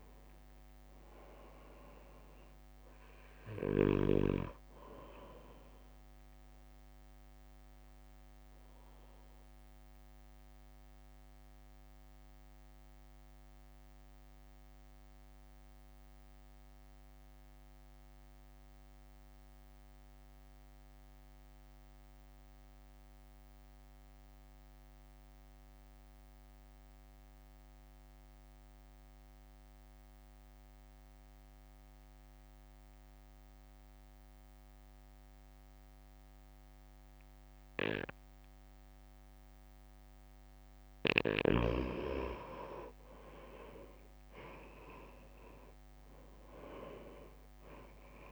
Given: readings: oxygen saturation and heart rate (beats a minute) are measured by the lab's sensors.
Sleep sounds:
breathing in sleep by a microphone on the trachea; 1
0.00-2.50 s: arousal
0.00-7.00 s: oxygen desaturation (device-marked, oxygen 92% lowest, heart rate 56 extreme)
0.00-11.00 s: drop in pulse transit time (device-marked, heart rate 59 extreme)
7.50-39.50 s: mixed apnea (oxygen 98% before, 87% lowest, heart rate 62 before, 52 extreme, up 4 after)
19.00-28.00 s: oxygen desaturation (device-marked, oxygen 94% before, 91% lowest, heart rate 60 before, 54 extreme)
40.00-48.32 s: oxygen desaturation (device-marked, oxygen 98% before, 87% lowest, heart rate 59 before, 50 extreme)
46.00-48.32 s: drop in pulse transit time (device-marked, heart rate 59 before, 54 extreme)
46.50-48.32 s: arousal
From the record:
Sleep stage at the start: N2 (light sleep); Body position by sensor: on the right side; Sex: male

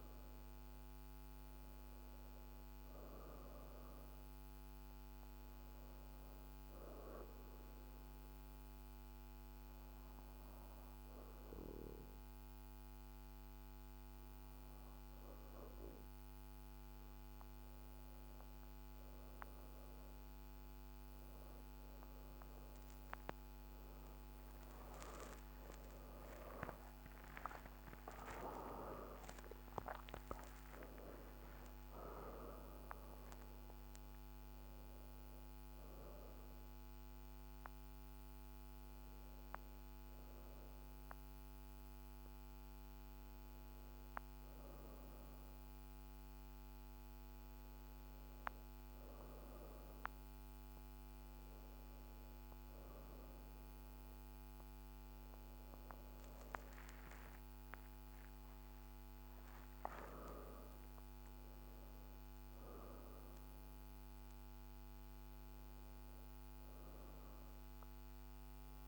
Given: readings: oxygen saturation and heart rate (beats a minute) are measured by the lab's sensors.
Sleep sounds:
breathing in sleep by a microphone on the trachea; 1
0.00-14.00 s: oxygen desaturation (device-marked, oxygen 92% lowest)
6.00-16.50 s: obstructive apnea (oxygen 96% before, 91% lowest, heart rate 31 before, 30 extreme, up 23 after)
From the record:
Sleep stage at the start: N2 (light sleep); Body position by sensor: on the back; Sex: female

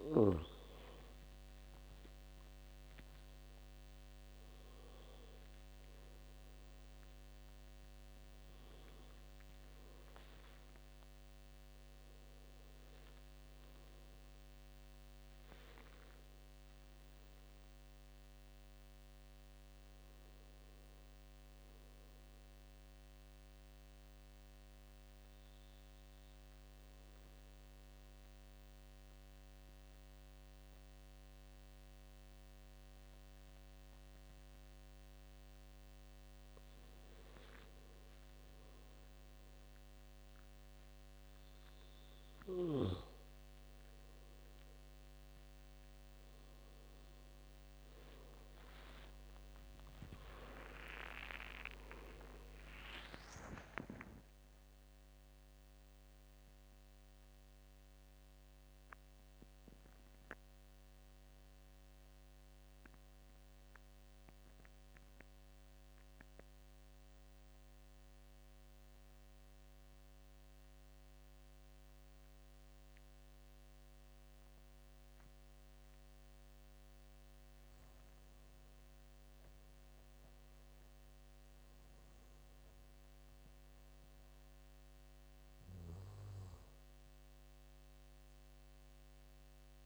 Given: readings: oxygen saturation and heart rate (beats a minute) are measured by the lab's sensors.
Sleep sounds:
breathing in sleep by a microphone on the trachea; 2
0.00-5.00 s: oxygen desaturation (device-marked, oxygen 88% lowest, heart rate 67 extreme)
9.00-13.50 s: arousal
23.50-36.00 s: mixed apnea (oxygen 97% before, 88% lowest, heart rate 84 before, 72 extreme, up 8 after)
38.00-42.50 s: arousal
41.00-56.00 s: oxygen desaturation (device-marked, oxygen 99% before, 93% lowest, heart rate 77 before, 69 extreme)
58.00-76.50 s: mixed apnea (oxygen 99% before, 88% lowest, heart rate 82 before, 69 extreme, up 11 after)
79.00-83.00 s: arousal
79.00-89.86 s: oxygen desaturation (device-marked, oxygen 98% before, 88% lowest, heart rate 73 before, 69 extreme)
From the record:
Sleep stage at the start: N2 (light sleep); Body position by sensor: on the right side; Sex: male

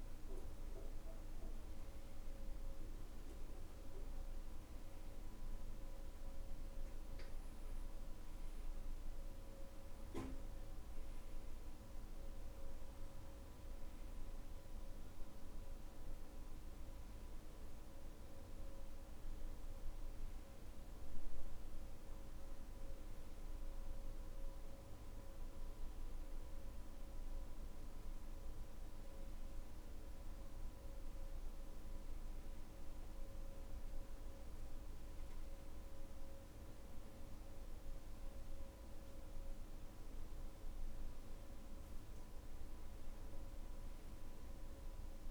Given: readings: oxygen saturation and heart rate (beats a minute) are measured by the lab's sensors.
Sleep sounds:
breathing in sleep, hard to hear, by a room microphone; none
none scored
From the record:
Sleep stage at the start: N2 (light sleep); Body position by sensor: on the back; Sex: male

